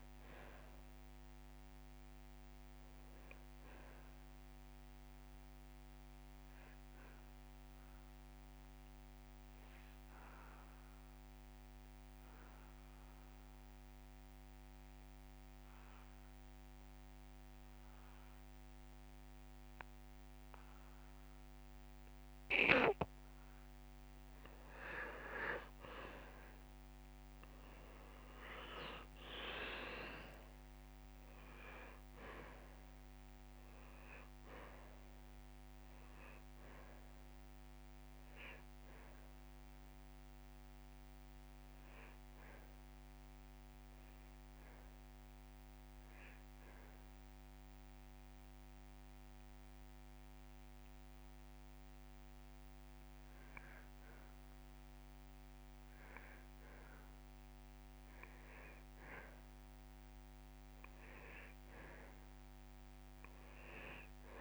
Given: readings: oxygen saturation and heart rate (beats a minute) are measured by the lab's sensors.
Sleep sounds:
breathing in sleep by a microphone on the trachea; 2
7.00-24.50 s: obstructive apnea (oxygen 99% before, 87% lowest)
27.50-30.50 s: arousal
31.50-64.41 s: oxygen desaturation (device-marked, oxygen 97% before, 87% lowest)
41.50-54.50 s: hypopnea (oxygen 97% before, 87% lowest)
56.00-59.50 s: arousal
From the record:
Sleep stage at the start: N2 (light sleep); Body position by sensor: on the back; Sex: male

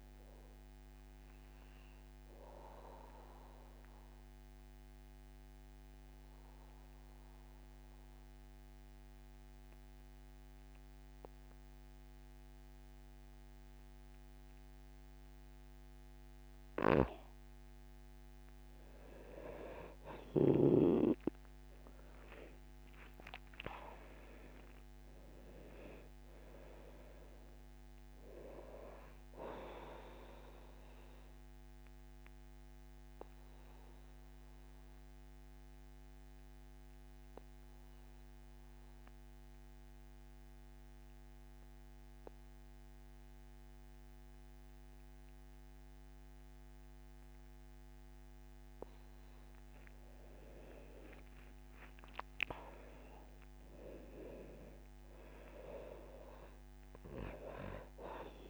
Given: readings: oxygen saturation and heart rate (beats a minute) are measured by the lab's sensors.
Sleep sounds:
breathing in sleep by a microphone on the trachea; 2
0.00-11.00 s: oxygen desaturation (device-marked, oxygen 86% lowest, heart rate 74 extreme)
0.50-16.50 s: obstructive apnea (oxygen 97% before, 84% lowest, heart rate 81 before, 72 extreme, up 3 after)
16.50-20.50 s: snoring (device-marked)
22.00-42.00 s: oxygen desaturation (device-marked, oxygen 99% before, 84% lowest, heart rate 80 before, 71 extreme)
23.50-26.50 s: arousal
31.00-49.00 s: obstructive apnea (oxygen 99% before, 84% lowest, heart rate 80 before, 71 extreme, up 13 after)
48.00-58.50 s: oxygen desaturation (device-marked, oxygen 99% before, 86% lowest, heart rate 75 before, 75 extreme)
51.50-54.00 s: arousal
From the record:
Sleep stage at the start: N2 (light sleep); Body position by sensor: on the back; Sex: male

